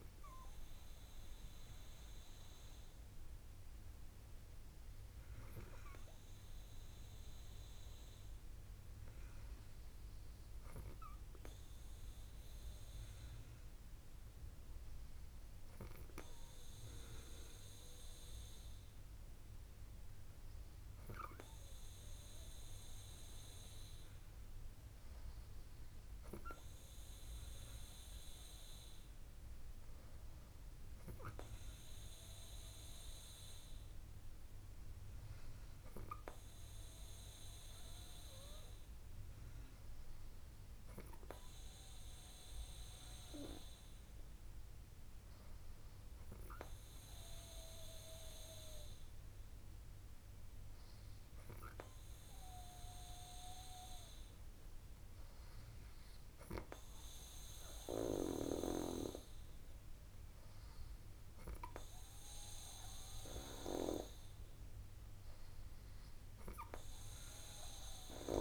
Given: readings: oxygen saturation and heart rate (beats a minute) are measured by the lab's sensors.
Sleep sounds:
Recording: breathing in sleep by a room microphone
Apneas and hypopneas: none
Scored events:
none scored
From the record:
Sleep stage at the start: N2 (light sleep)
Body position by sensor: on the back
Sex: female

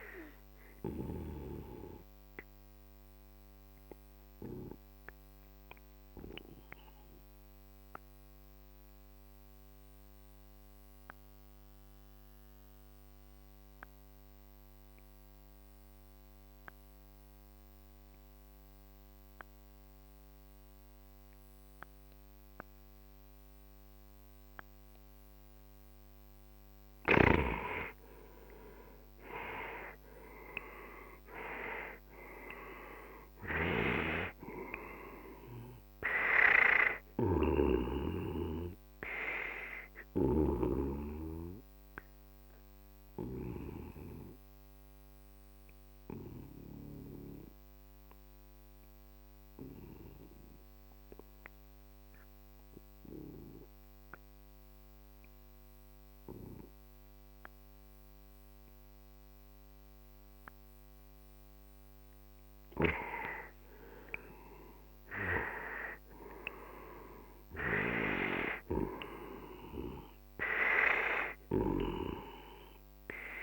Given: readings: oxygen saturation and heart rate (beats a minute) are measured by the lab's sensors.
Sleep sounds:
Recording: breathing in sleep by a microphone on the trachea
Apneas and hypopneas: 2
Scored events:
0.00-3.50 s: oxygen desaturation (device-marked, oxygen 92% lowest, heart rate 43 extreme)
3.00-25.50 s: obstructive apnea (oxygen 98% before, 90% lowest, heart rate 59 before, 45 extreme, up 16 after)
28.50-33.50 s: arousal
31.50-53.50 s: oxygen desaturation (device-marked, oxygen 98% before, 90% lowest, heart rate 55 before, 45 extreme)
43.50-62.00 s: obstructive apnea (oxygen 98% before, 90% lowest, heart rate 60 before, 47 extreme, up 19 after)
64.50-69.00 s: arousal
66.50-73.43 s: oxygen desaturation (device-marked, oxygen 98% before, 93% lowest, heart rate 50 before, 48 extreme)
From the record:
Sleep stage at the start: N2 (light sleep)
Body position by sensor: on the right side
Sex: male

